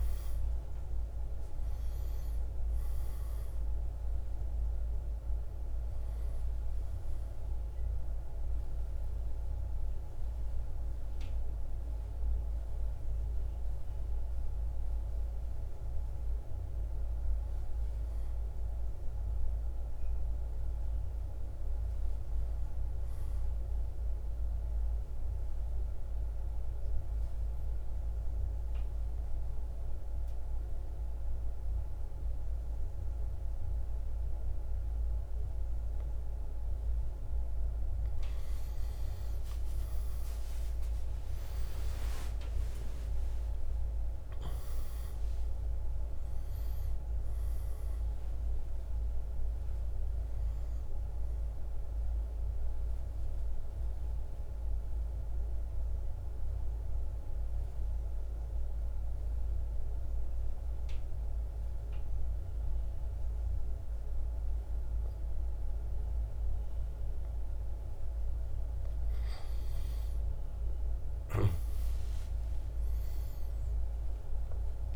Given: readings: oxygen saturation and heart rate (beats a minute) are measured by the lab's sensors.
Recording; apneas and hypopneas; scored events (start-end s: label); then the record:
breathing in sleep, hard to hear, by a room microphone; 2
0.00-2.00 s: arousal
0.00-11.00 s: drop in pulse transit time (device-marked, heart rate 59 before, 60 extreme)
4.00-24.00 s: oxygen desaturation (device-marked, oxygen 96% before, 91% lowest, heart rate 60 before, 57 extreme)
24.00-36.50 s: obstructive apnea (oxygen 96% before, 90% lowest, heart rate 61 before, 57 extreme, up 13 after)
39.00-44.00 s: arousal
43.00-57.00 s: drop in pulse transit time (device-marked, heart rate 59 before, 61 extreme)
47.00-57.00 s: oxygen desaturation (device-marked, oxygen 95% before, 92% lowest, heart rate 61 before, 57 extreme)
52.00-67.50 s: obstructive apnea (oxygen 97% before, 90% lowest, heart rate 65 before, 55 extreme, up 8 after)
59.00-71.00 s: oxygen desaturation (device-marked, oxygen 93% before, 90% lowest, heart rate 66 before, 55 extreme)
69.50-74.50 s: arousal
From the record:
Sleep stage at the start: N2 (light sleep); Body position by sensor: on the right side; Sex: male